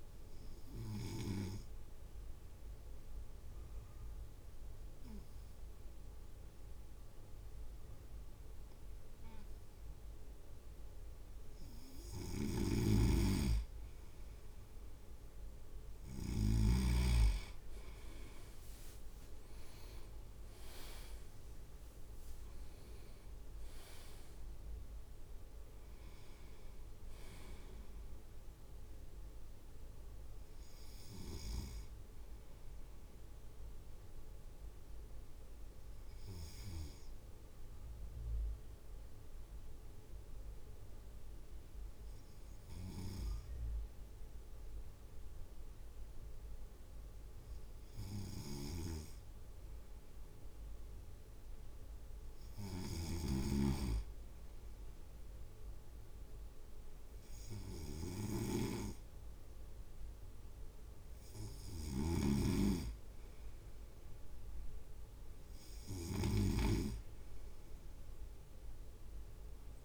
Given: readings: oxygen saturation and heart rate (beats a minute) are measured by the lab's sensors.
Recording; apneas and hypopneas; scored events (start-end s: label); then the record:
breathing in sleep by a room microphone; 2
1.00-13.50 s: obstructive apnea (oxygen 99% before, 97% lowest)
12.00-16.50 s: snoring (device-marked)
18.00-22.00 s: arousal
18.00-22.00 s: leg movement (device-marked)
23.50-24.50 s: leg movement (device-marked)
31.00-49.50 s: obstructive apnea (oxygen 98% before, 97% lowest)
48.00-69.85 s: snoring (device-marked)
52.50-56.00 s: arousal
From the record:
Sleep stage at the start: N2 (light sleep); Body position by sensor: on the right side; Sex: male